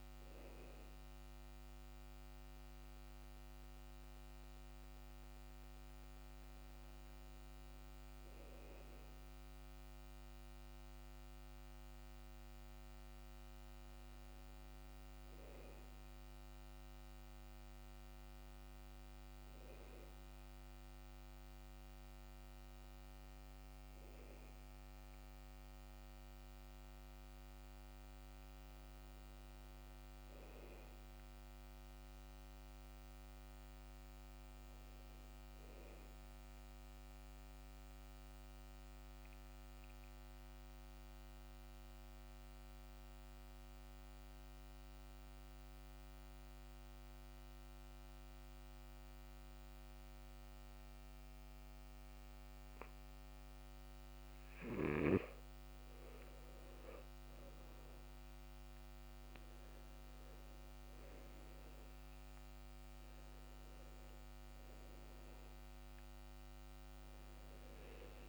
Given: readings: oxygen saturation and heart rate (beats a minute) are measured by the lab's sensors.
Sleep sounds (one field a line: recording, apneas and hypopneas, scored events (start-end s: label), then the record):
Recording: breathing in sleep, hard to hear, by a microphone on the trachea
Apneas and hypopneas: 1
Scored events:
26.00-31.00 s: arousal
37.50-54.50 s: mixed apnea (oxygen 99% before, 90% lowest, heart rate 68 before, 65 extreme, up 9 after)
57.50-62.50 s: arousal
From the record:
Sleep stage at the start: N2 (light sleep)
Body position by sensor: on the back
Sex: male